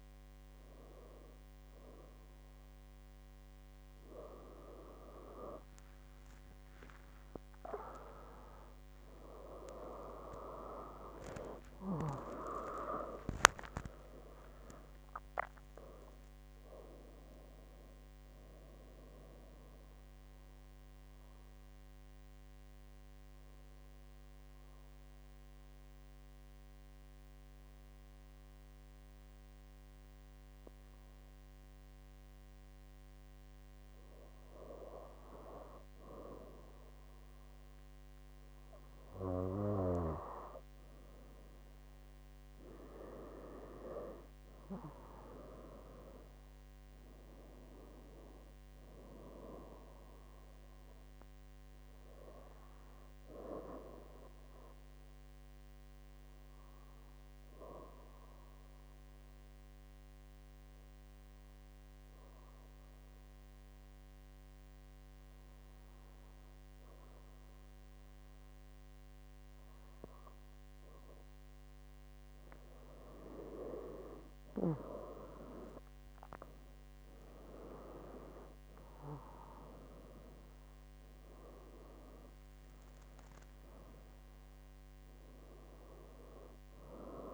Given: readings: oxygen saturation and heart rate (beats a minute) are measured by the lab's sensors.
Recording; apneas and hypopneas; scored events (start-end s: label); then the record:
breathing in sleep by a microphone on the trachea; 2
5.50-12.00 s: arousal
5.50-35.50 s: new sleep stage, N1 (lightest sleep)
21.50-34.00 s: obstructive apnea (oxygen 98% before, 95% lowest, heart rate 96 before, 67 extreme, up 2 after)
35.50-87.33 s: new sleep stage, N2 (light sleep)
42.50-47.50 s: arousal
49.50-69.50 s: oxygen desaturation (device-marked, oxygen 99% before, 95% lowest, heart rate 70 before, 65 extreme)
55.50-71.50 s: obstructive apnea (oxygen 99% before, 94% lowest, heart rate 71 before, 65 extreme, up 9 after)
74.50-80.50 s: arousal
From the record:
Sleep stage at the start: N2 (light sleep); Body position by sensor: on the back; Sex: female